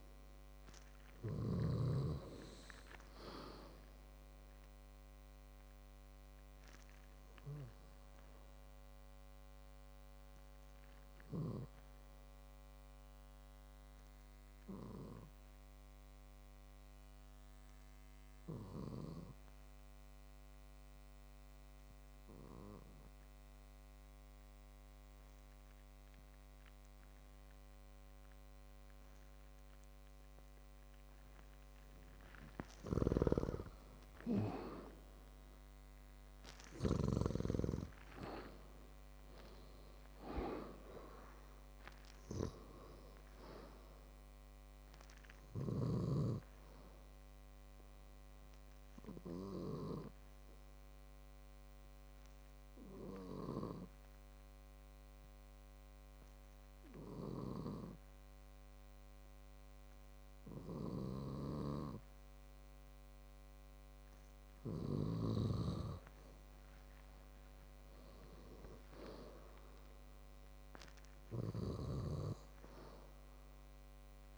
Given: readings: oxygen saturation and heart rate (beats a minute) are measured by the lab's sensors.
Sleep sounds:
breathing in sleep by a microphone on the trachea; 2
17.50-32.50 s: obstructive apnea (oxygen 96% before, 93% lowest, heart rate 60 before, 54 extreme, up 14 after)
35.00-38.00 s: arousal
49.50-66.00 s: obstructive apnea (oxygen 98% before, 93% lowest, heart rate 64 before, 54 extreme, up 13 after)
60.50-71.50 s: oxygen desaturation (device-marked, oxygen 97% before, 93% lowest, heart rate 61 before, 55 extreme)
68.00-71.00 s: arousal
From the record:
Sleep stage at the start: N2 (light sleep); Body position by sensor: on the back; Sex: male

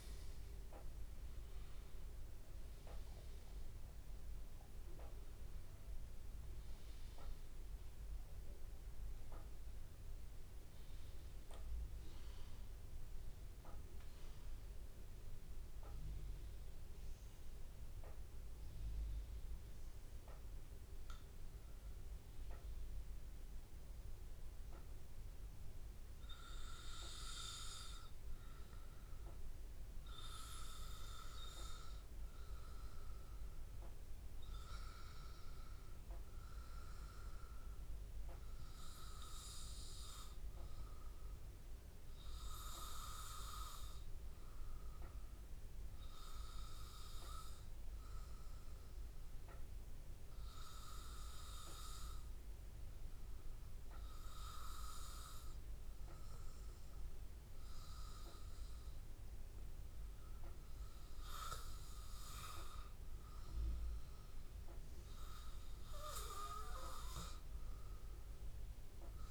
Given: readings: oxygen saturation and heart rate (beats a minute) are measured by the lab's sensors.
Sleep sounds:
breathing in sleep by a room microphone; 1
0.00-10.00 s: oxygen desaturation (device-marked, oxygen 93% lowest, heart rate 82 extreme)
42.00-46.00 s: arousal
49.50-63.00 s: obstructive apnea (oxygen 97% before, 94% lowest, heart rate 83 before, 80 extreme, up 3 after)
66.00-68.50 s: arousal
From the record:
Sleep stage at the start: N2 (light sleep); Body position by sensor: on the back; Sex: male

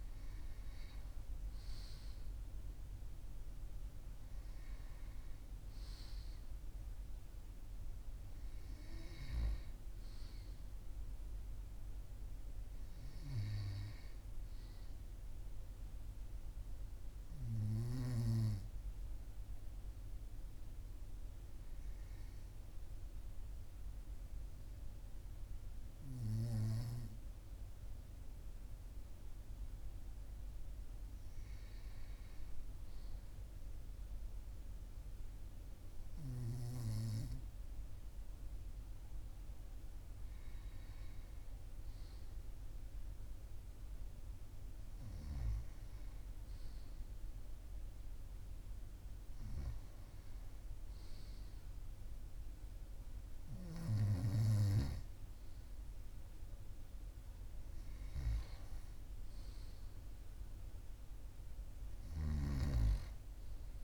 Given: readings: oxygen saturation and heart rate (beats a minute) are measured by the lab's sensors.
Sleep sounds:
breathing in sleep by a room microphone; none
19.00-63.84 s: new sleep stage, N2 (light sleep)
From the record:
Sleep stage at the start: N1 (lightest sleep); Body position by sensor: on the right side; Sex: male

